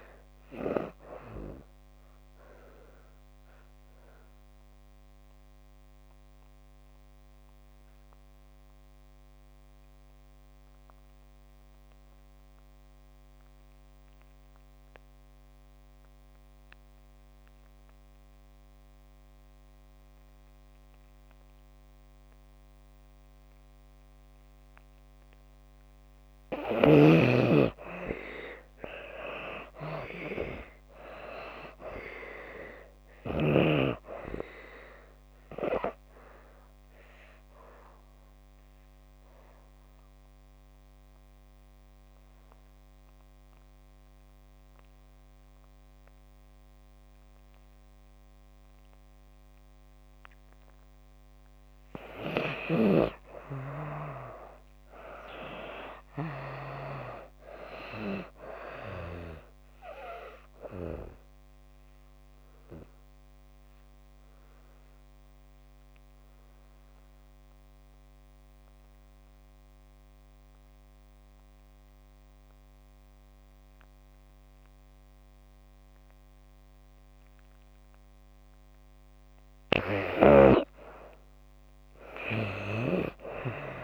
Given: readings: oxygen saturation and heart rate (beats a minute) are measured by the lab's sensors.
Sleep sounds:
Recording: breathing in sleep by a microphone on the trachea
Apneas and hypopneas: 3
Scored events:
0.00-24.00 s: oxygen desaturation (device-marked, oxygen 62% lowest)
1.50-25.50 s: obstructive apnea (oxygen 95% before, 62% lowest)
26.00-57.00 s: oxygen desaturation (device-marked, oxygen 95% before, 65% lowest)
29.00-32.00 s: arousal
36.00-51.50 s: obstructive apnea (oxygen 95% before, 65% lowest)
54.50-58.00 s: arousal
61.50-78.50 s: obstructive apnea (oxygen 95% before, 73% lowest)
67.00-82.00 s: oxygen desaturation (device-marked, oxygen 95% before, 77% lowest)
81.00-83.84 s: arousal
From the record:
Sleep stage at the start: N2 (light sleep)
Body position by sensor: on the back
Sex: female

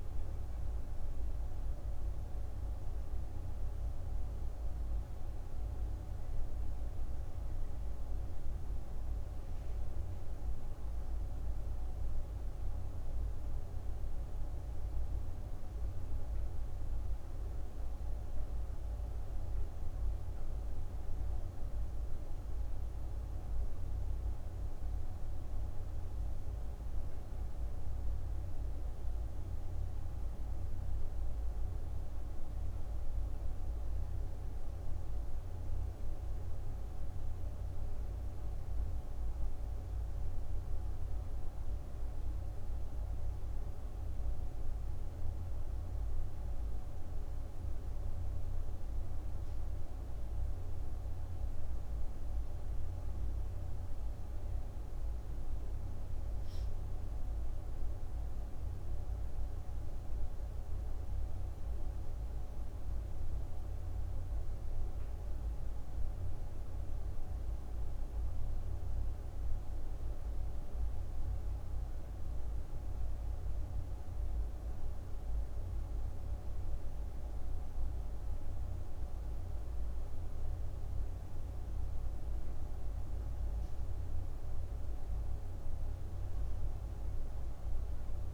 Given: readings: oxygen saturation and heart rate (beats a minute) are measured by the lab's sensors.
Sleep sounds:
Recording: breathing in sleep, hard to hear, by a room microphone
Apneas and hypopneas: none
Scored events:
none scored
From the record:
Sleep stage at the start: N1 (lightest sleep)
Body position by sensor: on the right side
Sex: female

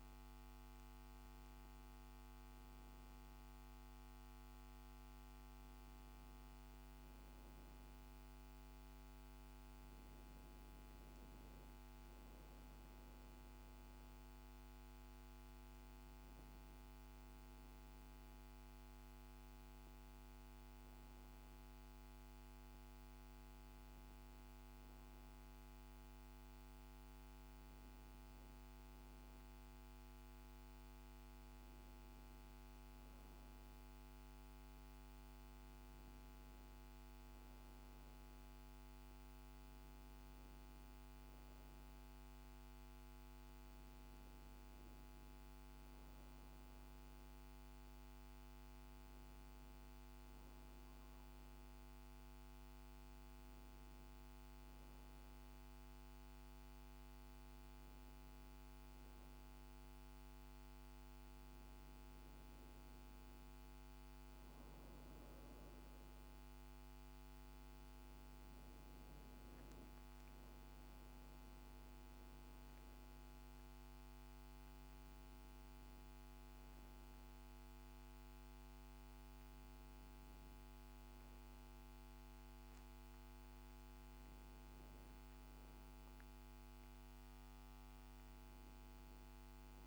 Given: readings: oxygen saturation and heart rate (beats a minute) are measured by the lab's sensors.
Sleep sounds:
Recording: a person awake in a sleep study, hard to hear, by a microphone on the trachea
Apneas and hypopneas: none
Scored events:
none scored
From the record:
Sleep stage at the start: awake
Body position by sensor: on the back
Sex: female

